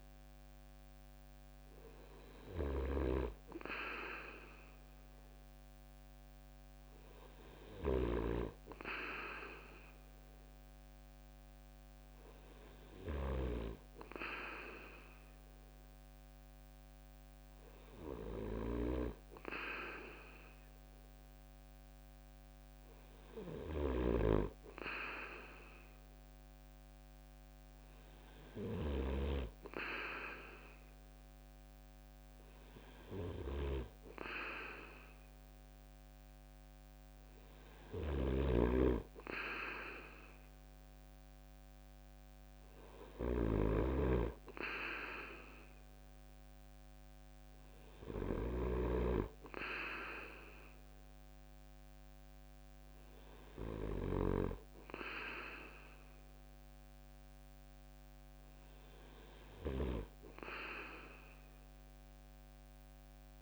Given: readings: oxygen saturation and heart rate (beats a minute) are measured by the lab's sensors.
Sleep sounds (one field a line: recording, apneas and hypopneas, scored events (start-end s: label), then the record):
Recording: breathing in sleep by a microphone on the trachea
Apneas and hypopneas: none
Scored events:
0.00-28.50 s: snoring (device-marked)
37.50-48.00 s: snoring (device-marked)
59.00-63.42 s: snoring (device-marked)
From the record:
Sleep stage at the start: N2 (light sleep)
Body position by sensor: on the right side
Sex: male